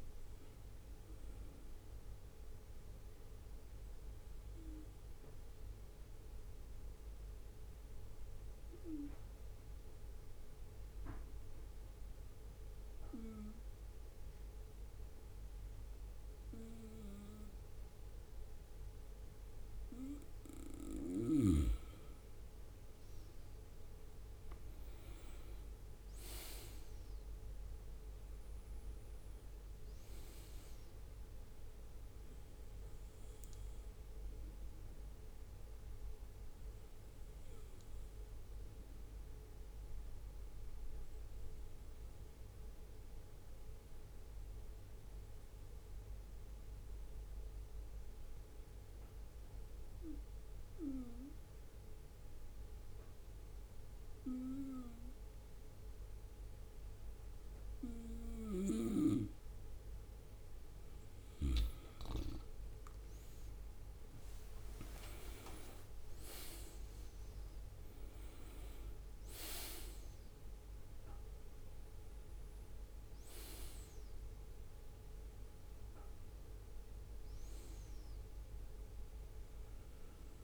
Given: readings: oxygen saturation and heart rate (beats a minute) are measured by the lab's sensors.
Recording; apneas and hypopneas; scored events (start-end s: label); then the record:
breathing in sleep by a room microphone; 2
1.00-20.00 s: obstructive apnea (oxygen 98% before, 95% lowest, heart rate 66 before, 61 extreme, up 5 after)
26.00-30.00 s: arousal
37.00-58.50 s: obstructive apnea (oxygen 98% before, 95% lowest, heart rate 66 before, 63 extreme, up 7 after)
62.50-66.00 s: arousal
64.50-66.50 s: leg movement (device-marked)
From the record:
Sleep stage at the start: N2 (light sleep); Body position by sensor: on the right side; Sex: male